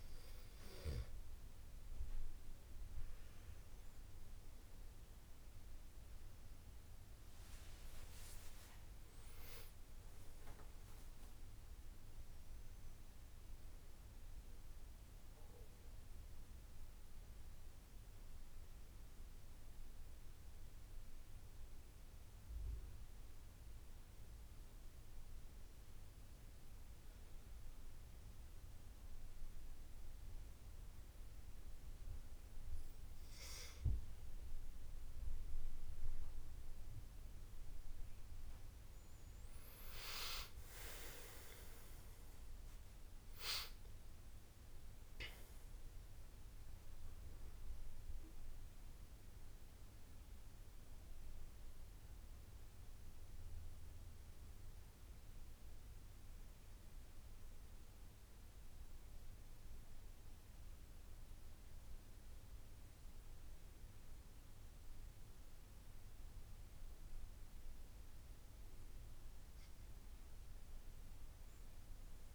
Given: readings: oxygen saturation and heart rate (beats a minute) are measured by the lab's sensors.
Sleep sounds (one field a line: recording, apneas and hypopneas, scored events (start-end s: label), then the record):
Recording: breathing in sleep by a room microphone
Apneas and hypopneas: 2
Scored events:
4.50-27.50 s: oxygen desaturation (device-marked, oxygen 93% before, 89% lowest, heart rate 80 before, 71 extreme)
5.00-11.00 s: arousal
18.50-35.00 s: mixed apnea (oxygen 93% before, 88% lowest, heart rate 84 before, 69 extreme, up 14 after)
39.00-44.00 s: arousal
41.50-53.50 s: oxygen desaturation (device-marked, oxygen 96% before, 88% lowest, heart rate 77 before, 66 extreme)
53.50-64.00 s: central apnea (oxygen 96% before, 88% lowest, heart rate 86 before, 66 extreme, up 16 after)
69.50-72.35 s: arousal
From the record:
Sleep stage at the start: N2 (light sleep)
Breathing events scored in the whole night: 244 in 4.7 hours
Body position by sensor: on the back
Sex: male